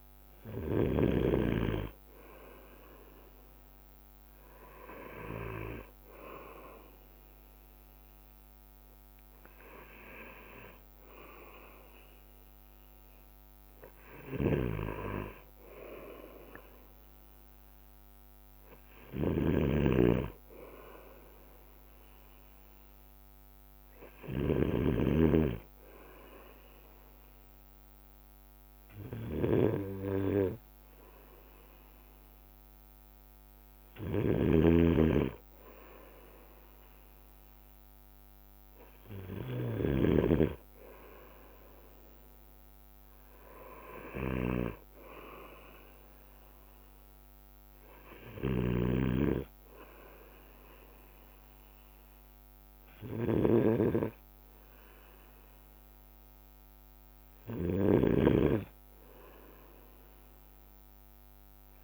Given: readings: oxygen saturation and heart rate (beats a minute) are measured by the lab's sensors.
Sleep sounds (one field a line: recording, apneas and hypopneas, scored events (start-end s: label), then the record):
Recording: breathing in sleep by a microphone on the trachea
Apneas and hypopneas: none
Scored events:
0.00-1.50 s: bradycardia (device-marked, heart rate 53 extreme)
6.50-61.84 s: bradycardia (device-marked, heart rate 57 before, 55 extreme)
14.50-61.84 s: snoring (device-marked)
From the record:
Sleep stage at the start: N2 (light sleep)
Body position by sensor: on the right side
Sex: male